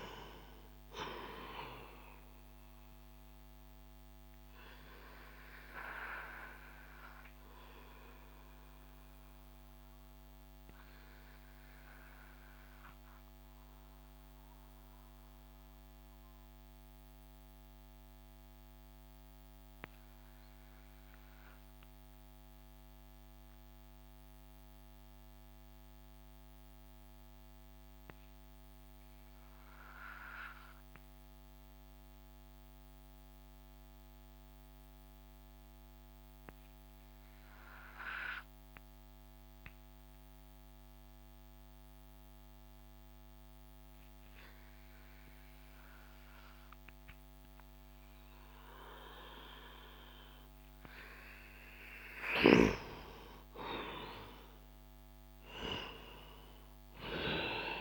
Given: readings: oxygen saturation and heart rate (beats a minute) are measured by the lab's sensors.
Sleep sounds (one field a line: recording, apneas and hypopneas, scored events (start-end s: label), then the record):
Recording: breathing in sleep by a microphone on the trachea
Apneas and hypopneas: 1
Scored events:
4.00-50.00 s: obstructive apnea (oxygen 98% before, 88% lowest)
17.00-28.00 s: oxygen desaturation (device-marked, oxygen 93% before, 89% lowest)
48.00-57.81 s: oxygen desaturation (device-marked, oxygen 97% before, 90% lowest)
51.50-56.00 s: arousal
From the record:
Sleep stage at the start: N2 (light sleep)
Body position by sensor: on the back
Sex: male